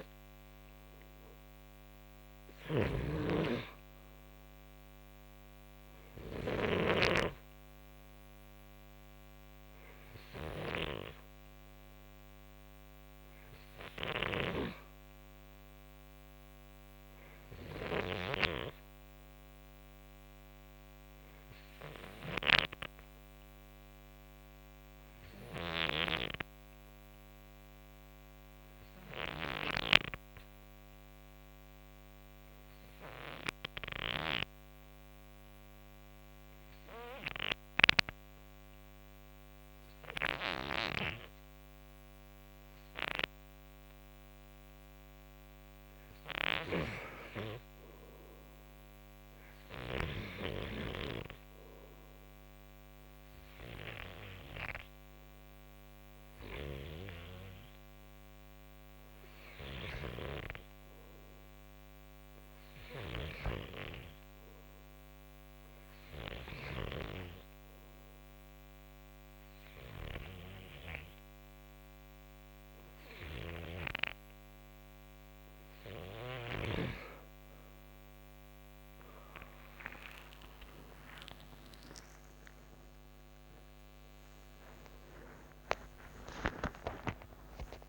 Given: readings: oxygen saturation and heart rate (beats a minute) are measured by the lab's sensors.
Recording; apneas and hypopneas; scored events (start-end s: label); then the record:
breathing in sleep by a microphone on the trachea; 1
0.00-21.50 s: oxygen desaturation (device-marked, oxygen 93% lowest, heart rate 62 extreme)
2.00-6.00 s: snoring (device-marked)
13.50-17.50 s: snoring (device-marked)
22.50-44.00 s: obstructive apnea (oxygen 96% before, 90% lowest, heart rate 65 before, 54 extreme, up 2 after)
46.00-50.50 s: arousal
48.50-72.50 s: oxygen desaturation (device-marked, oxygen 94% before, 90% lowest, heart rate 65 before, 54 extreme)
72.50-87.89 s: new sleep stage, awake
From the record:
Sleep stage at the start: N2 (light sleep); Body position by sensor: on the front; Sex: male